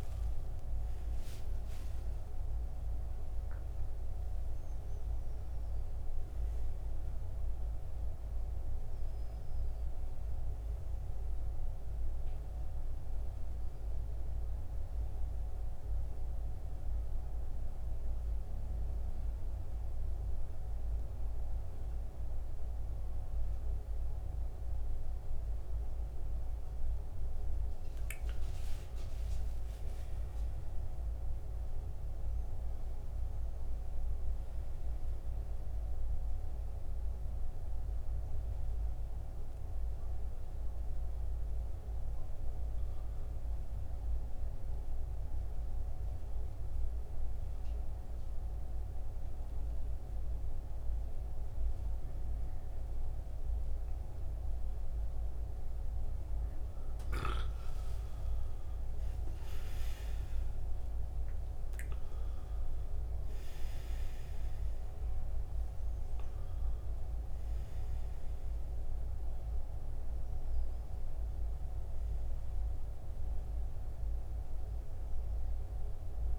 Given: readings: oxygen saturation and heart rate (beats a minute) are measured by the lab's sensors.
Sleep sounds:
breathing in sleep, hard to hear, by a room microphone; 2
0.00-5.00 s: arousal
6.50-23.50 s: oxygen desaturation (device-marked, oxygen 91% before, 87% lowest, heart rate 73 before, 66 extreme)
18.00-30.00 s: hypopnea (oxygen 92% before, 83% lowest, heart rate 76 before, 66 extreme, up 9 after)
31.50-36.00 s: arousal
40.50-50.50 s: oxygen desaturation (device-marked, oxygen 91% before, 87% lowest, heart rate 71 before, 66 extreme)
41.50-56.00 s: obstructive apnea (oxygen 93% before, 83% lowest, heart rate 71 before, 66 extreme, up 16 after)
58.00-62.50 s: arousal
64.50-76.39 s: oxygen desaturation (device-marked, oxygen 92% before, 83% lowest, heart rate 69 before, 66 extreme)
From the record:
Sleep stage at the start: N2 (light sleep); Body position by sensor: on the back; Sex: male

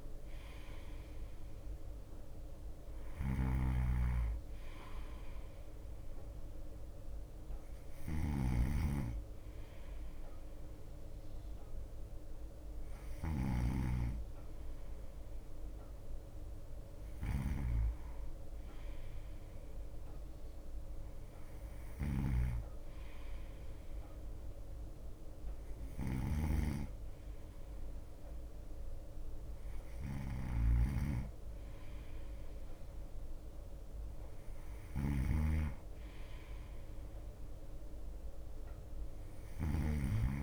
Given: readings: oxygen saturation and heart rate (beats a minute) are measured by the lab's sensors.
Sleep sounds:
breathing in sleep by a room microphone; none
0.00-9.00 s: drop in pulse transit time (device-marked, heart rate 57 before, 55 extreme)
1.00-17.00 s: bradycardia (device-marked, heart rate 57 before, 54 extreme)
3.00-40.42 s: snoring (device-marked)
21.00-40.42 s: bradycardia (device-marked, heart rate 57 before, 54 extreme)
From the record:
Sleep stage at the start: N2 (light sleep); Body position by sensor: on the right side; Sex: male

